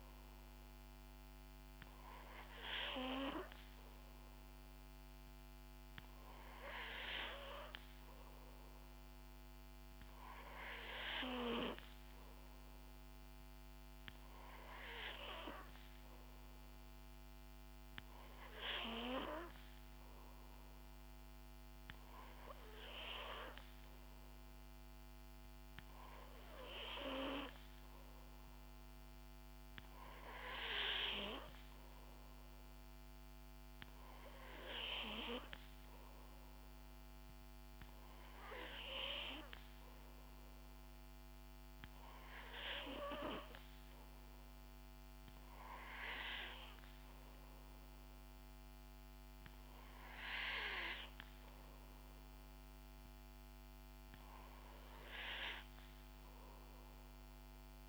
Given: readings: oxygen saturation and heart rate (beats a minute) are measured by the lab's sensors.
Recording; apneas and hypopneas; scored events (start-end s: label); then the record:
breathing in sleep by a microphone on the trachea; none
none scored
From the record:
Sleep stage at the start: N3 (deep sleep); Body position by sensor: on the back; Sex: female